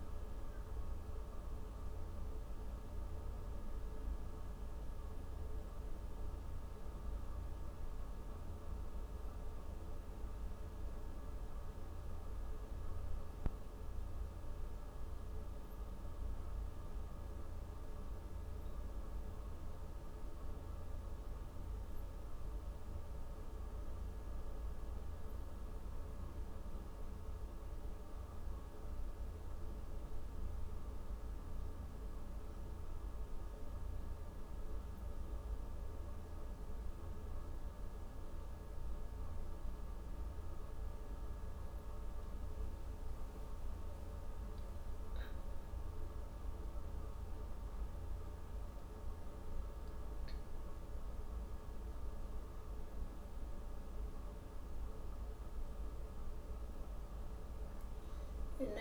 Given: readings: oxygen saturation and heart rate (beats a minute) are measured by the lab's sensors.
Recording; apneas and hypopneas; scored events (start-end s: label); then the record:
breathing in sleep, hard to hear, by a room microphone; none
41.50-47.50 s: arousal
From the record:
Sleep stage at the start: N1 (lightest sleep); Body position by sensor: on the back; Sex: female